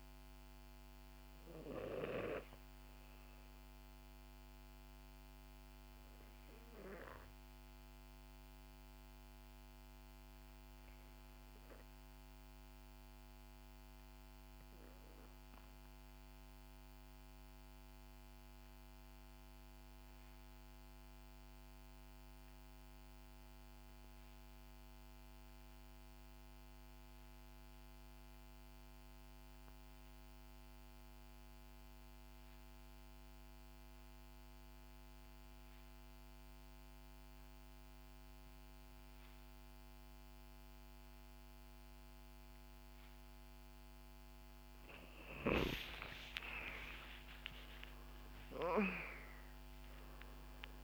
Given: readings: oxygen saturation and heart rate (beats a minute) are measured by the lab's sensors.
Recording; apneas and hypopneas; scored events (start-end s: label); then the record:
breathing in sleep by a microphone on the trachea; 1
0.00-10.50 s: oxygen desaturation (device-marked, oxygen 90% lowest, heart rate 61 extreme)
4.00-43.50 s: obstructive apnea (oxygen 96% before, 84% lowest, heart rate 67 before, 61 extreme, up 6 after)
29.50-50.84 s: oxygen desaturation (device-marked, oxygen 96% before, 84% lowest, heart rate 62 before, 62 extreme)
46.00-49.50 s: arousal
From the record:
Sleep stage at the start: N2 (light sleep); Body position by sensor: on the back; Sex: female